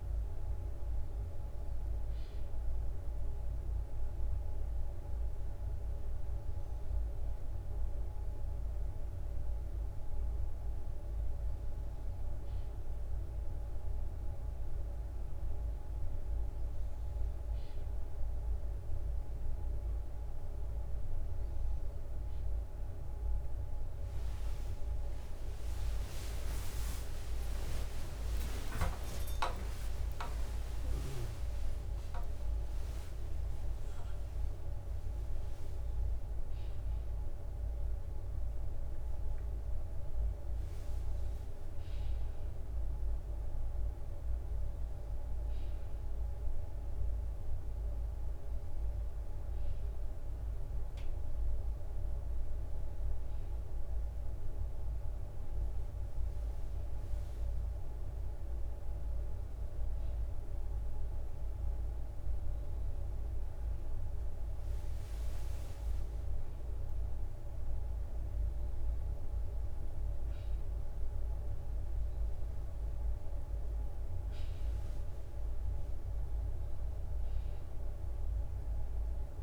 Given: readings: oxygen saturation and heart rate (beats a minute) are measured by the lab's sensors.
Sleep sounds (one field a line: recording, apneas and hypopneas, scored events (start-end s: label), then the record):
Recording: a person awake in a sleep study, hard to hear, by a room microphone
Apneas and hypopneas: none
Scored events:
24.00-33.00 s: tachycardia (device-marked, heart rate 61 before, 167 extreme)
25.50-27.50 s: long interval between heartbeats (device-marked, heart rate 61 before, 86 extreme)
27.50-29.50 s: long interval between heartbeats (device-marked, heart rate 64 before, 118 extreme)
30.50-32.50 s: long interval between heartbeats (device-marked, heart rate 75 before, 158 extreme)
37.00-54.00 s: drop in pulse transit time (device-marked, heart rate 99 before, 64 extreme)
40.00-79.43 s: new sleep stage, N1 (lightest sleep)
From the record:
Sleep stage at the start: awake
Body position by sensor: on the right side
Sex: male